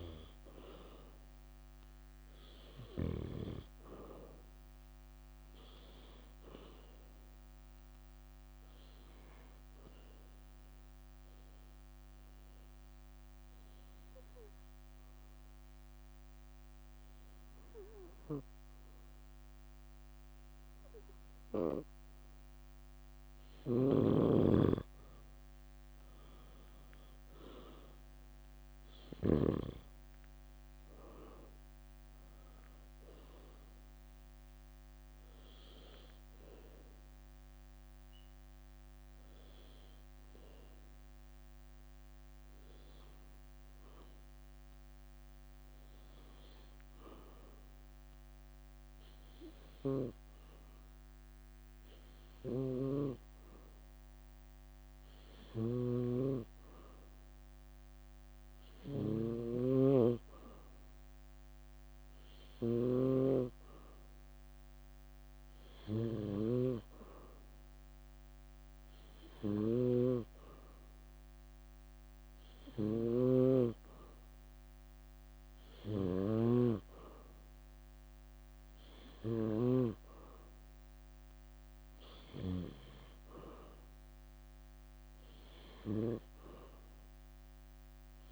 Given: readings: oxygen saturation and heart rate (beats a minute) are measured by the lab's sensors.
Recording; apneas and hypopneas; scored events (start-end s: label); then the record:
breathing in sleep by a microphone on the trachea; 2
1.00-21.00 s: oxygen desaturation (device-marked, oxygen 95% before, 89% lowest, heart rate 69 before, 66 extreme)
5.00-7.00 s: leg movement (device-marked)
7.50-11.50 s: leg movement (device-marked)
9.50-21.50 s: hypopnea (oxygen 95% before, 88% lowest, heart rate 72 before, 66 extreme, up 8 after)
24.00-29.50 s: snoring (device-marked)
25.00-29.00 s: arousal
26.00-49.00 s: oxygen desaturation (device-marked, oxygen 95% before, 88% lowest, heart rate 70 before, 66 extreme)
34.50-37.50 s: leg movement (device-marked)
35.50-46.00 s: hypopnea (oxygen 95% before, 88% lowest, heart rate 72 before, 66 extreme, up 5 after)
38.50-44.50 s: leg movement (device-marked)
49.50-54.00 s: leg movement (device-marked)
51.00-54.50 s: arousal
55.50-62.50 s: leg movement (device-marked)
55.50-63.00 s: snoring (device-marked)
65.50-73.50 s: leg movement (device-marked)
69.50-76.50 s: snoring (device-marked)
From the record:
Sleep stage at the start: N2 (light sleep); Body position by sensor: on the back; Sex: female